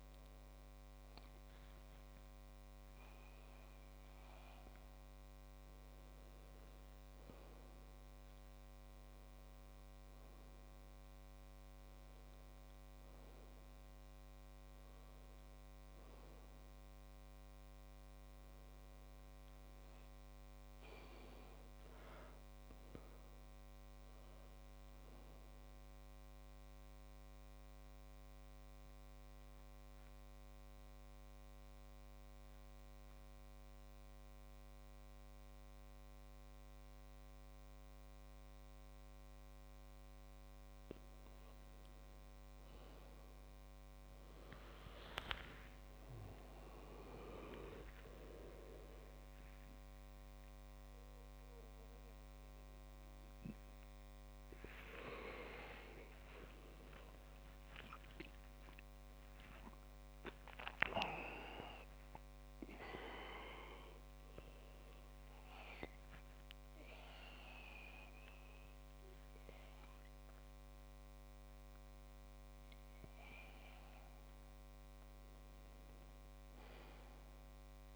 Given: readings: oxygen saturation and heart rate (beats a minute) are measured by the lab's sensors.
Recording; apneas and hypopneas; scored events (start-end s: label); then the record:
a person partly awake in a sleep study, by a microphone on the trachea; 1
26.50-40.00 s: central apnea (oxygen 99% before, 97% lowest)
45.50-77.96 s: new sleep stage, awake
From the record:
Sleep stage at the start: N1 (lightest sleep); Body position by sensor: on the back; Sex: male